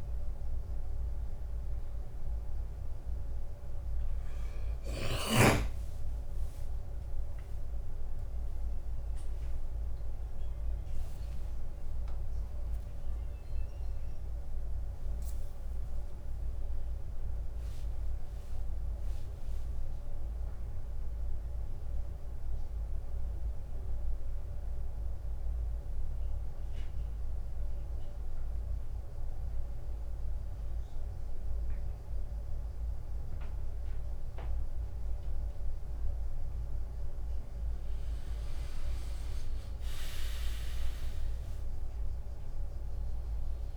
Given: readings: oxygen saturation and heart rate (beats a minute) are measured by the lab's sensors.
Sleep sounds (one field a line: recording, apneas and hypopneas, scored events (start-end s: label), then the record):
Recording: a person awake in a sleep study, hard to hear, by a room microphone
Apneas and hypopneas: none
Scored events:
0.00-1.50 s: tachycardia (device-marked, heart rate 106 extreme)
2.50-35.50 s: tachycardia (device-marked, heart rate 99 before, 105 extreme)
From the record:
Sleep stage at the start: awake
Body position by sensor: on the right side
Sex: male